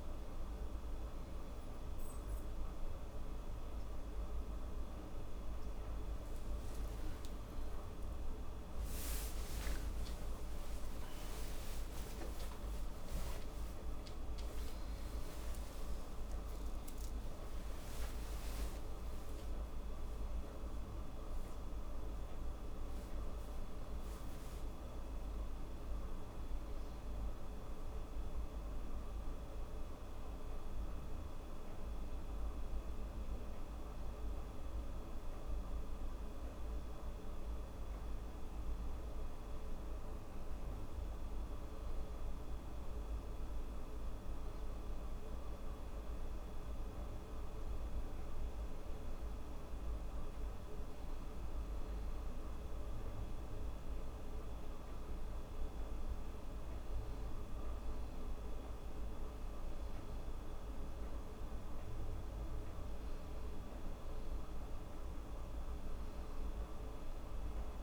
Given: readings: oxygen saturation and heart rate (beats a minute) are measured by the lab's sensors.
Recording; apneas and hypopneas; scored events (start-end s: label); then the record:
a person partly awake in a sleep study, hard to hear, by a room microphone; none
29.00-67.83 s: new sleep stage, N2 (light sleep)
From the record:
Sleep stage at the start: awake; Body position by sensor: on the back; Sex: female